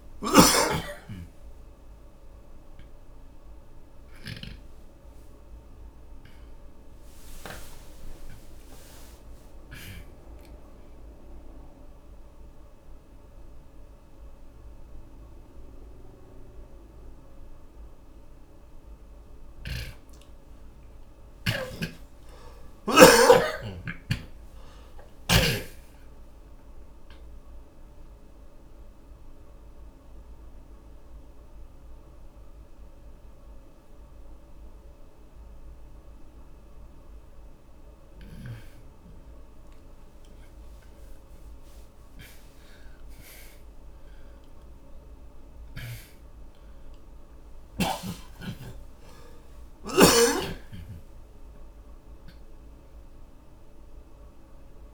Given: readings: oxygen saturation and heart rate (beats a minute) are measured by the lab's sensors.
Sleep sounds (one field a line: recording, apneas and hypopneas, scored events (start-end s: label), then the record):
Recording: a person awake in a sleep study, by a room microphone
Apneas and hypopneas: none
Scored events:
19.50-23.50 s: snoring (device-marked)
35.00-42.00 s: oxygen desaturation (device-marked, oxygen 96% before, 88% lowest, heart rate 83 before, 47 extreme)
From the record:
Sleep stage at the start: awake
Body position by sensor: on the back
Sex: male